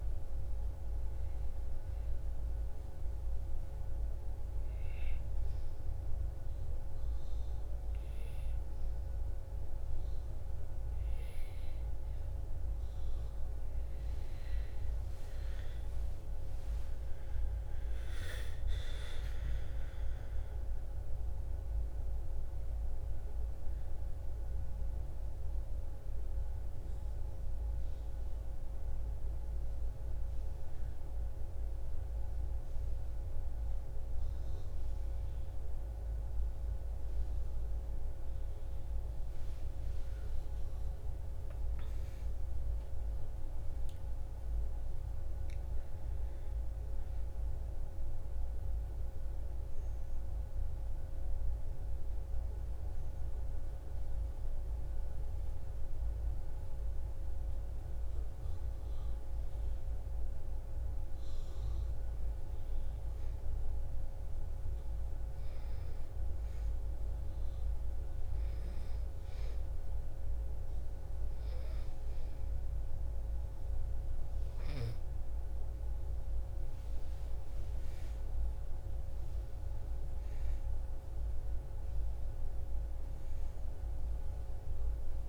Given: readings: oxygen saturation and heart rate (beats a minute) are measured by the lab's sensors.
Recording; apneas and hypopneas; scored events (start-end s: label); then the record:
breathing in sleep, hard to hear, by a room microphone; 2
2.50-12.50 s: hypopnea (oxygen 96% before, 92% lowest, heart rate 61 before, 57 extreme, up 11 after)
15.50-18.50 s: arousal
21.50-40.50 s: oxygen desaturation (device-marked, oxygen 96% before, 92% lowest, heart rate 60 before, 56 extreme)
27.50-40.00 s: hypopnea (oxygen 96% before, 92% lowest, heart rate 63 before, 56 extreme, up 10 after)
41.00-45.00 s: arousal
72.50-82.50 s: oxygen desaturation (device-marked, oxygen 97% before, 92% lowest, heart rate 58 before, 56 extreme)
From the record:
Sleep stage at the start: N2 (light sleep); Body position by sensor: on the back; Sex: female